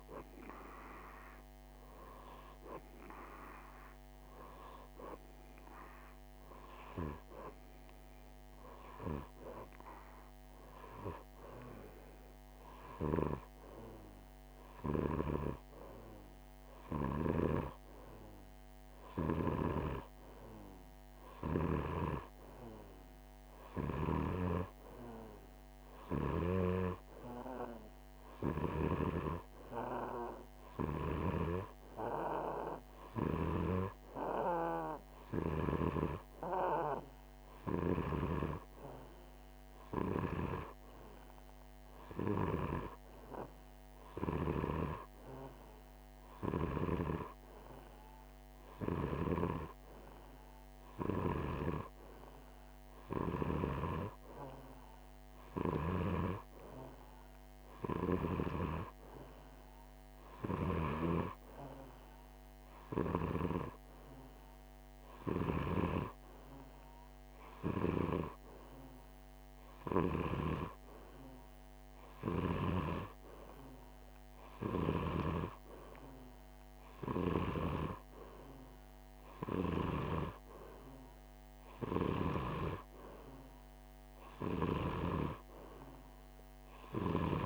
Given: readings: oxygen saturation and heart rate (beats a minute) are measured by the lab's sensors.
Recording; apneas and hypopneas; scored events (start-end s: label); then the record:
breathing in sleep by a microphone on the trachea; none
none scored
From the record:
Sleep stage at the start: N2 (light sleep); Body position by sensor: on the right side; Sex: male